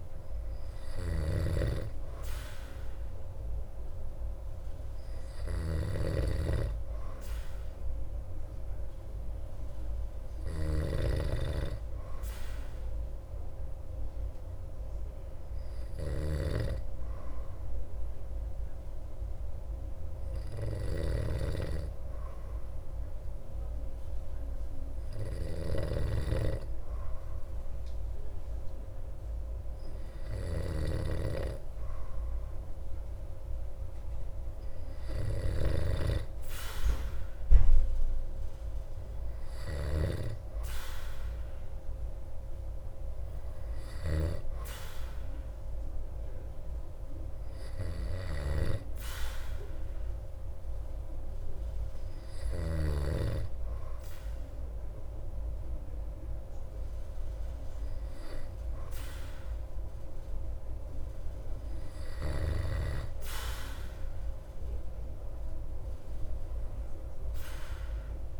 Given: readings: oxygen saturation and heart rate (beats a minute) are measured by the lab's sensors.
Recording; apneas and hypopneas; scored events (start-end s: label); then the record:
breathing in sleep by a room microphone; none
0.00-53.00 s: snoring (device-marked)
From the record:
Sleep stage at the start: N2 (light sleep); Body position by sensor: on the back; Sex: male